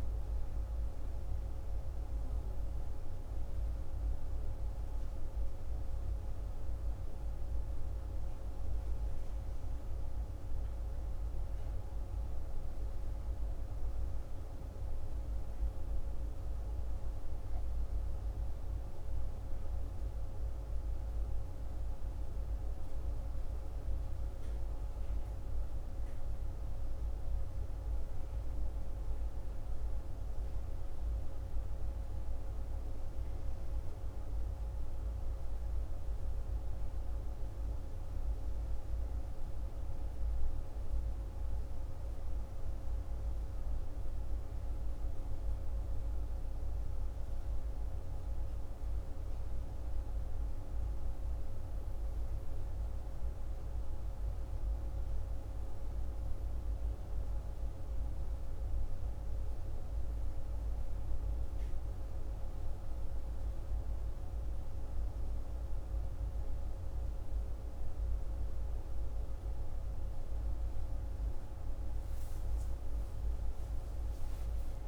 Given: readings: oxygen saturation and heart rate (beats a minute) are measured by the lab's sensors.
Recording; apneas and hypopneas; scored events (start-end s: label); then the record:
breathing in sleep, hard to hear, by a room microphone; none
68.00-74.88 s: new sleep stage, awake
From the record:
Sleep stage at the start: N1 (lightest sleep); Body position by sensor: on the left side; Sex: male